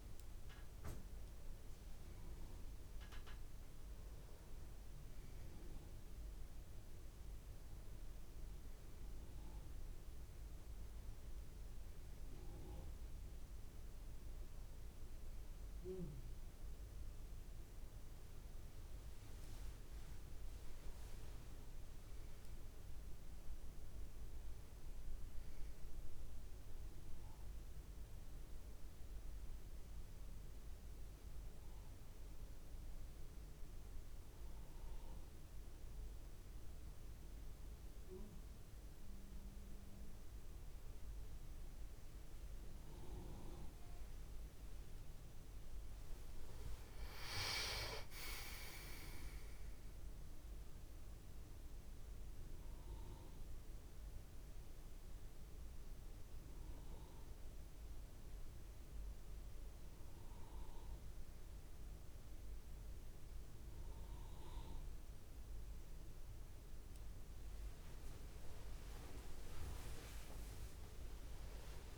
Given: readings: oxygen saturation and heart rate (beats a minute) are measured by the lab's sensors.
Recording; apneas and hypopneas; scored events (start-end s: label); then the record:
breathing in sleep by a room microphone; 1
53.00-64.50 s: hypopnea (oxygen 95% before, 93% lowest)
66.50-70.00 s: arousal
From the record:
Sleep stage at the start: N1 (lightest sleep); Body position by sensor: on the back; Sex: male